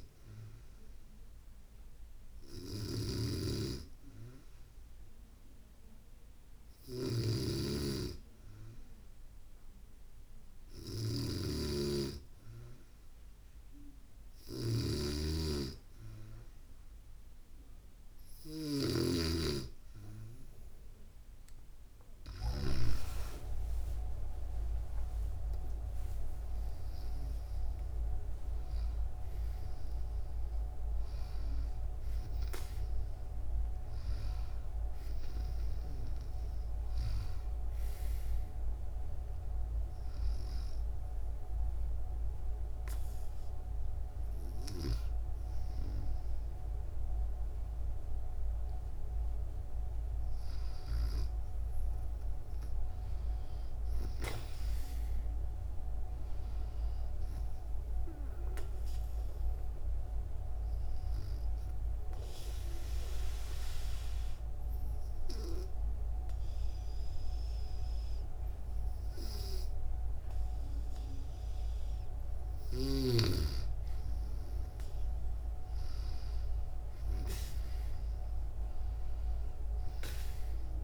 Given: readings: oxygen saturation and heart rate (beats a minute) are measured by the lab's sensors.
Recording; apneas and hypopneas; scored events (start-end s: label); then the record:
breathing in sleep by a room microphone; 1
0.00-18.00 s: snoring (device-marked)
22.50-26.00 s: arousal
52.50-56.00 s: arousal
57.00-68.00 s: oxygen desaturation (device-marked, oxygen 97% before, 93% lowest, heart rate 81 before, 66 extreme)
61.50-72.50 s: obstructive apnea (oxygen 97% before, 93% lowest, heart rate 76 before, 65 extreme, up 12 after)
77.00-80.84 s: arousal
From the record:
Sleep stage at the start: N2 (light sleep); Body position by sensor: on the back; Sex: female